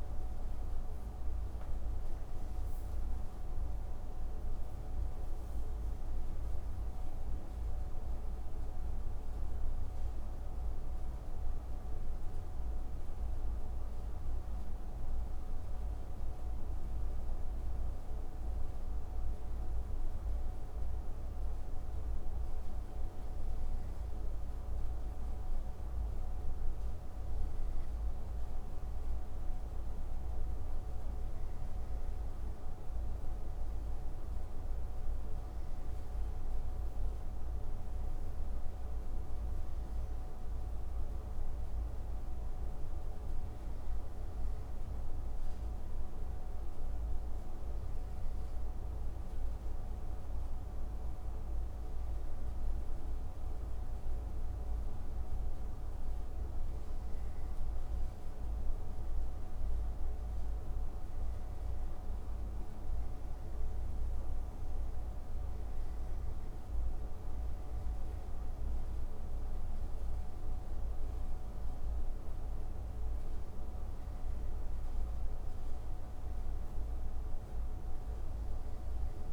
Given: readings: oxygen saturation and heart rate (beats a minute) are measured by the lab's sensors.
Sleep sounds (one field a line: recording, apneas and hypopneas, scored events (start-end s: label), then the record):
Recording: breathing in sleep, hard to hear, by a room microphone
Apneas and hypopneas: 1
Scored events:
15.50-28.00 s: hypopnea (oxygen 95% before, 93% lowest)
28.50-32.50 s: arousal
From the record:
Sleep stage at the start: N2 (light sleep)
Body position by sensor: on the right side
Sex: male